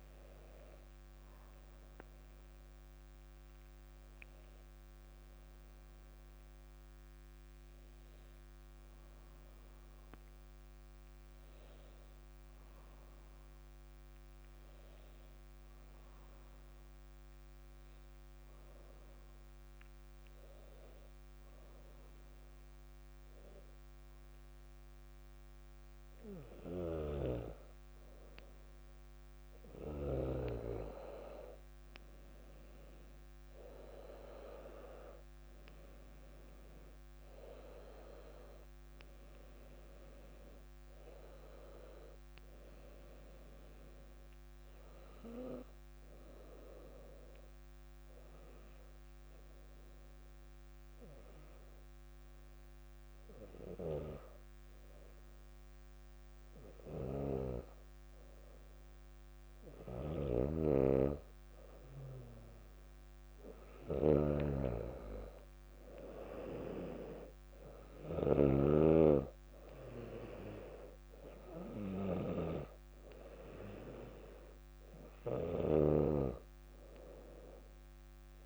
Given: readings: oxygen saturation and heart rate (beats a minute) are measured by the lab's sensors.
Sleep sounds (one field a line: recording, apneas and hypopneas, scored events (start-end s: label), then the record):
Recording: breathing in sleep by a microphone on the trachea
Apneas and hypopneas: 2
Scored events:
0.00-8.00 s: drop in pulse transit time (device-marked, heart rate 63 extreme)
17.00-27.00 s: hypopnea (oxygen 98% before, 94% lowest, heart rate 64 before, 58 extreme, up 0 after)
31.50-36.50 s: arousal
38.00-55.00 s: oxygen desaturation (device-marked, oxygen 99% before, 94% lowest, heart rate 61 before, 57 extreme)
47.00-57.50 s: obstructive apnea (oxygen 99% before, 94% lowest, heart rate 61 before, 57 extreme, up 3 after)
60.00-68.50 s: snoring (device-marked)
61.00-65.50 s: arousal
69.00-78.46 s: oxygen desaturation (device-marked, oxygen 99% before, 95% lowest, heart rate 58 before, 57 extreme)
From the record:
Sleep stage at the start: N2 (light sleep)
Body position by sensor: on the back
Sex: female